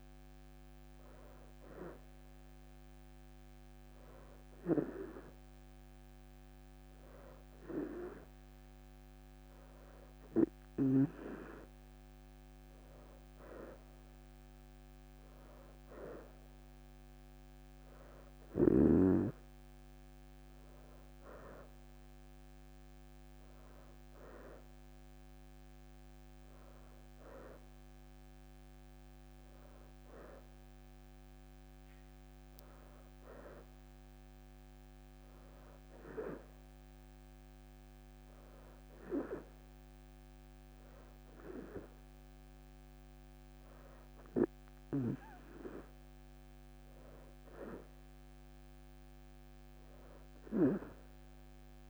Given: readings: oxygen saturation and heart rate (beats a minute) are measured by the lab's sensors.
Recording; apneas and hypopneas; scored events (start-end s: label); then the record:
breathing in sleep by a microphone on the trachea; none
0.00-9.50 s: oxygen desaturation (device-marked, oxygen 84% lowest, heart rate 44 extreme)
8.00-10.00 s: leg movement (device-marked)
From the record:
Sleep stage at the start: N2 (light sleep); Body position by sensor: on the right side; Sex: female